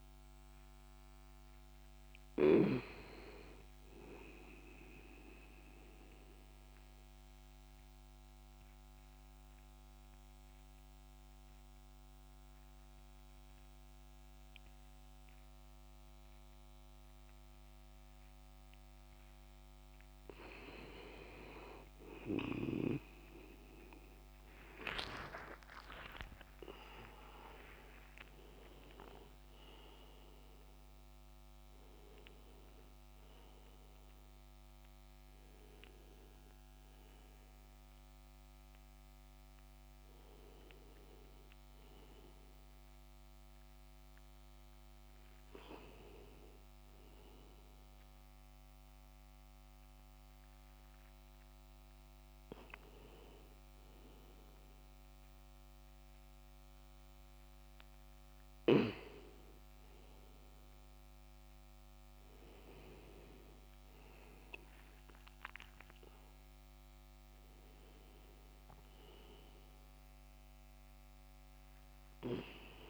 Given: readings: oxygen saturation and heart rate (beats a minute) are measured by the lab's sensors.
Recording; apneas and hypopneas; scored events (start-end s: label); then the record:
breathing in sleep by a microphone on the trachea; 2
0.00-7.50 s: oxygen desaturation (device-marked, oxygen 92% lowest, heart rate 62 extreme)
4.00-21.00 s: obstructive apnea (oxygen 97% before, 93% lowest, heart rate 83 before, 62 extreme, up 27 after)
23.50-27.50 s: arousal
24.50-47.50 s: oxygen desaturation (device-marked, oxygen 97% before, 93% lowest, heart rate 65 before, 65 extreme)
40.00-56.00 s: hypopnea (oxygen 98% before, 92% lowest, heart rate 81 before, 65 extreme, up 7 after)
59.00-64.00 s: arousal
From the record:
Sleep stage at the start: N2 (light sleep); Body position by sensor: on the back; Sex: male